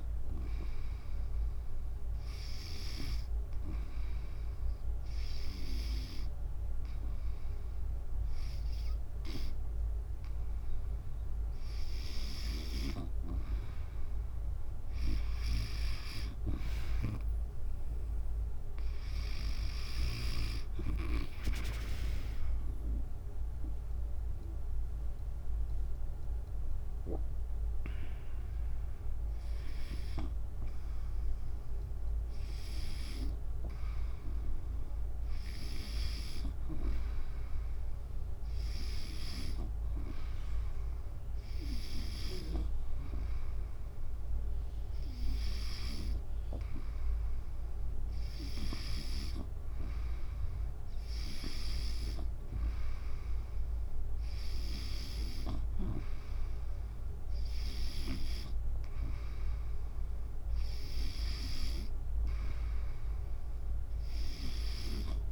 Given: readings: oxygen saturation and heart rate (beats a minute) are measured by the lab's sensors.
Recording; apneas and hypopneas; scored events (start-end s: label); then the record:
breathing in sleep by a room microphone; 1
1.50-12.00 s: hypopnea (oxygen 95% before, 91% lowest, heart rate 73 before, 73 extreme, up 1 after)
15.00-18.50 s: arousal
18.50-40.50 s: oxygen desaturation (device-marked, oxygen 95% before, 91% lowest, heart rate 73 before, 50 extreme)
19.50-33.50 s: drop in pulse transit time (device-marked, heart rate 73 before, 74 extreme)
51.00-58.50 s: snoring (device-marked)
From the record:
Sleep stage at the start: N2 (light sleep); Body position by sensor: on the back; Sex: female